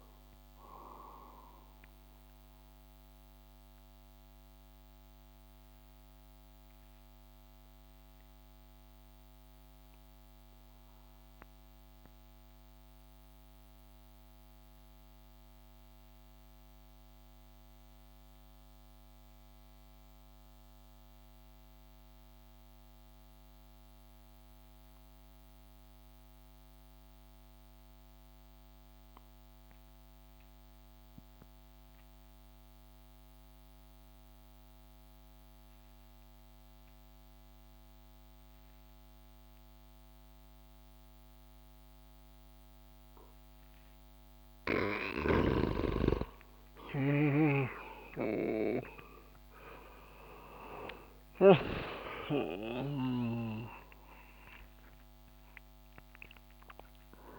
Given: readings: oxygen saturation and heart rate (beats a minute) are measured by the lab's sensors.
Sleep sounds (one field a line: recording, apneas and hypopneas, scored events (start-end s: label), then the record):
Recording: breathing in sleep by a microphone on the trachea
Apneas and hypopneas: 1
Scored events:
0.00-13.50 s: oxygen desaturation (device-marked, oxygen 88% lowest)
2.50-45.00 s: obstructive apnea (oxygen 96% before, 88% lowest)
33.50-57.39 s: oxygen desaturation (device-marked, oxygen 98% before, 91% lowest)
45.00-51.50 s: snoring (device-marked)
47.00-51.00 s: arousal
From the record:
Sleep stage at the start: N2 (light sleep)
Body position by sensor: on the back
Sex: male